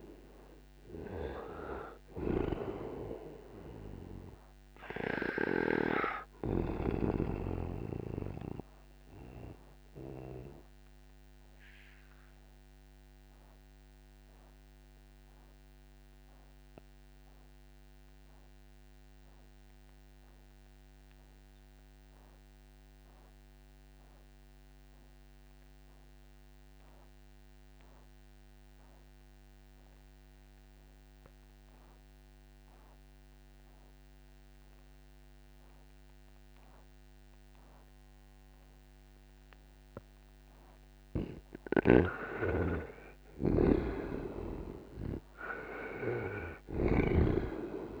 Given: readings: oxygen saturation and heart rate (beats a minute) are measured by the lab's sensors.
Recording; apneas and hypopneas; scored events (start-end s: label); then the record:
breathing in sleep by a microphone on the trachea; 1
0.00-27.00 s: oxygen desaturation (device-marked, oxygen 81% lowest, heart rate 61 extreme)
9.50-41.50 s: mixed apnea (oxygen 99% before, 81% lowest, heart rate 69 before, 61 extreme, up 7 after)
41.00-48.00 s: oxygen desaturation (device-marked, oxygen 98% before, 83% lowest, heart rate 62 before, 59 extreme)
41.50-47.00 s: snoring (device-marked)
43.00-46.50 s: arousal
From the record:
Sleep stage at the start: N2 (light sleep); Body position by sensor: on the right side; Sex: male